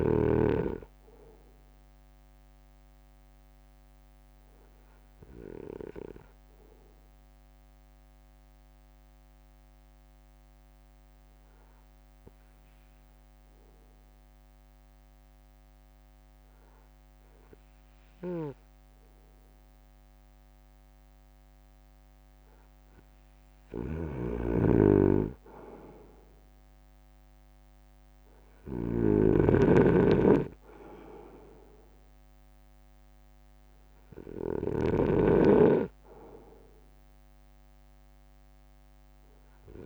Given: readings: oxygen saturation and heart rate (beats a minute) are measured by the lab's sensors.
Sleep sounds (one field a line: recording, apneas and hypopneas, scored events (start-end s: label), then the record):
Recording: breathing in sleep by a microphone on the trachea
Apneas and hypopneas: 1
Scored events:
3.00-22.00 s: obstructive apnea (oxygen 96% before, 94% lowest, heart rate 57 before, 45 extreme, up 4 after)
24.00-39.86 s: snoring (device-marked)
27.00-30.50 s: arousal
27.00-39.86 s: drop in pulse transit time (device-marked, heart rate 55 before, 45 extreme)
From the record:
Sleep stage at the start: N2 (light sleep)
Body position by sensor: on the front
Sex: male